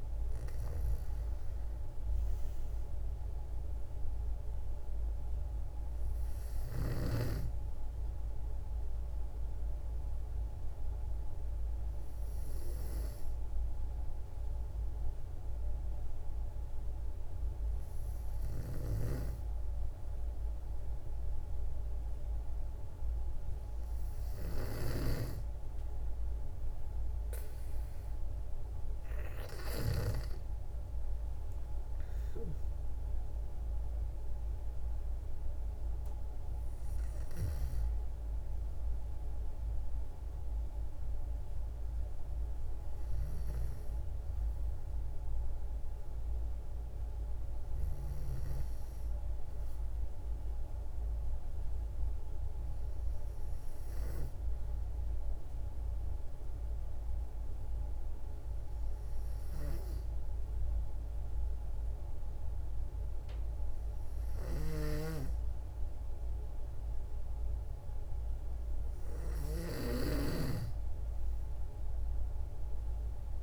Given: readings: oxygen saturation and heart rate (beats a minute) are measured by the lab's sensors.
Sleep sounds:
breathing in sleep by a room microphone; none
0.00-1.50 s: arousal
30.00-33.50 s: arousal
From the record:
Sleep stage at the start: N2 (light sleep); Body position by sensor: on the back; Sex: female

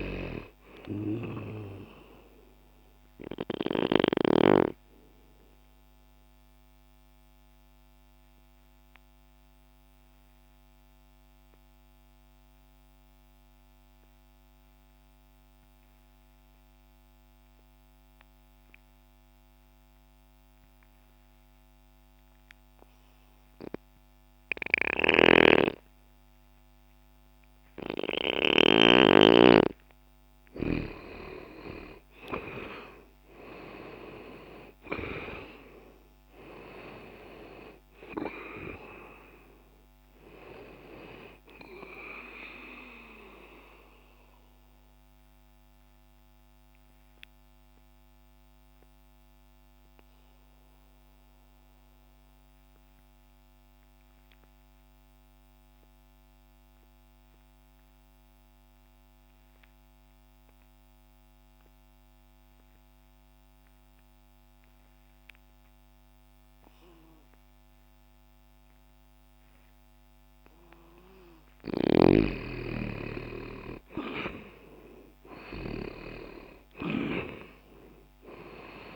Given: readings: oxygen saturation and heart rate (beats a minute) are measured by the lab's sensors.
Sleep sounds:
breathing in sleep by a microphone on the trachea; 2
0.00-4.00 s: snoring (device-marked)
1.00-24.00 s: oxygen desaturation (device-marked, oxygen 96% before, 83% lowest, heart rate 60 before, 59 extreme)
3.00-29.50 s: obstructive apnea (oxygen 96% before, 83% lowest, heart rate 61 before, 59 extreme, up 5 after)
24.50-28.50 s: snoring (device-marked)
30.50-34.50 s: arousal
36.00-66.00 s: oxygen desaturation (device-marked, oxygen 96% before, 83% lowest, heart rate 60 before, 60 extreme)
43.50-71.50 s: obstructive apnea (oxygen 96% before, 83% lowest, heart rate 62 before, 60 extreme, up 1 after)
73.50-78.00 s: arousal
From the record:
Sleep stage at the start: N2 (light sleep); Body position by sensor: on the left side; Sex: male

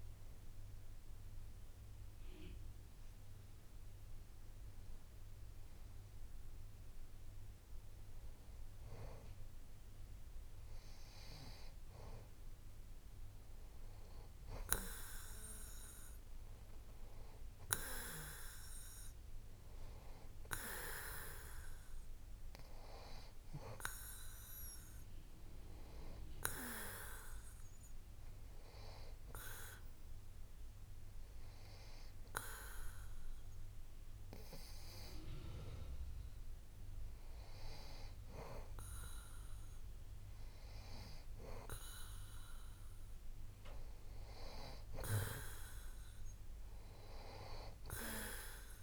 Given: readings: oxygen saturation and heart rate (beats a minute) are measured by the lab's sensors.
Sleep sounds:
breathing in sleep by a room microphone; none
none scored
From the record:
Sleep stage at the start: N2 (light sleep); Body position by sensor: on the back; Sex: male

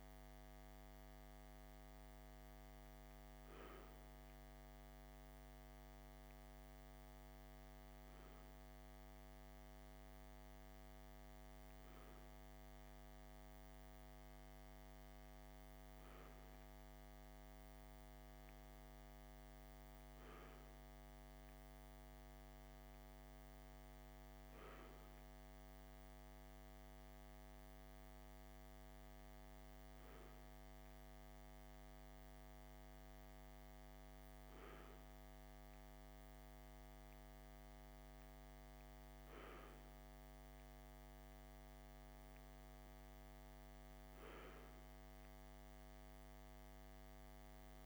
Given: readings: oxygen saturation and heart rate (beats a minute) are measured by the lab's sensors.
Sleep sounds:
breathing in sleep, hard to hear, by a microphone on the trachea; none
none scored
From the record:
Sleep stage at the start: N2 (light sleep); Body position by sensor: on the left side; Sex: male

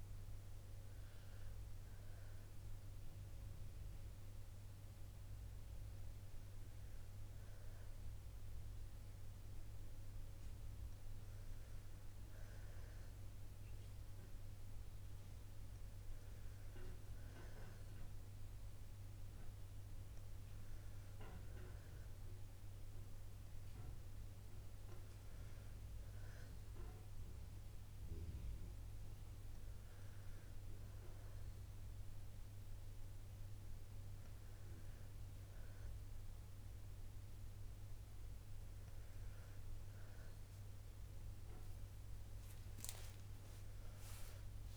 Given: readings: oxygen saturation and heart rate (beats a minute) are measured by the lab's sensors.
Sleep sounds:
breathing in sleep, hard to hear, by a room microphone; none
none scored
From the record:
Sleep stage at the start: N2 (light sleep); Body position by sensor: on the back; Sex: female

